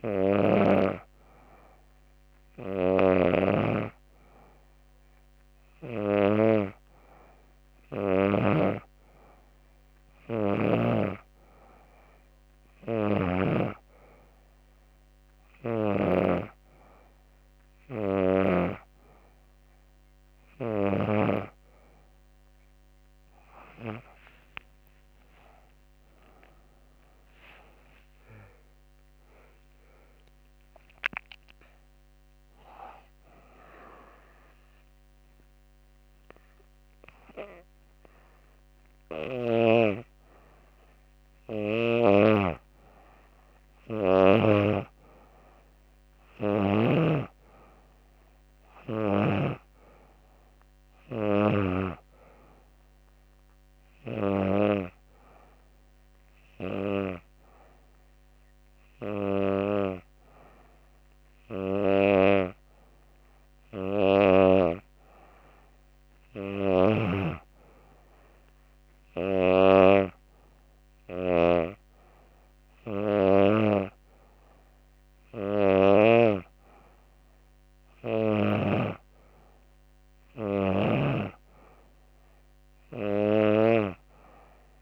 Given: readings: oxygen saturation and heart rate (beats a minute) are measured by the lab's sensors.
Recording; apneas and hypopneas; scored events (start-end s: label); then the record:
breathing in sleep by a microphone on the trachea; 2
24.50-29.00 s: arousal
32.50-42.50 s: hypopnea (oxygen 95% before, 91% lowest, heart rate 87 before, 83 extreme, up 0 after)
45.00-48.00 s: arousal
46.50-56.50 s: oxygen desaturation (device-marked, oxygen 95% before, 91% lowest, heart rate 90 before, 83 extreme)
54.00-64.50 s: hypopnea (oxygen 95% before, 92% lowest, heart rate 88 before, 83 extreme, up 3 after)
70.00-74.00 s: arousal
From the record:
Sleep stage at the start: N2 (light sleep); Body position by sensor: on the back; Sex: female